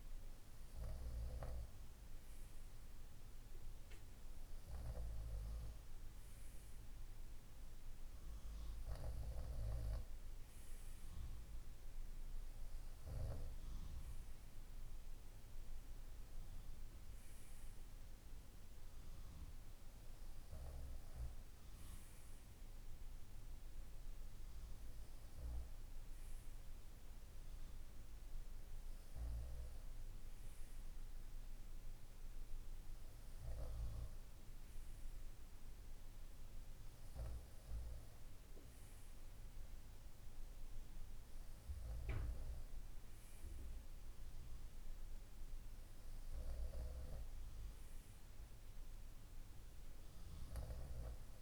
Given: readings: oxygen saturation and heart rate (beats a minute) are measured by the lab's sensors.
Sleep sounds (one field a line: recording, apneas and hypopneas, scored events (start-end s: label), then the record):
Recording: breathing in sleep by a room microphone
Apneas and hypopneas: none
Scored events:
none scored
From the record:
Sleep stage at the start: N2 (light sleep)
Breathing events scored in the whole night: 114 in 4.5 hours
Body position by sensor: on the right side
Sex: male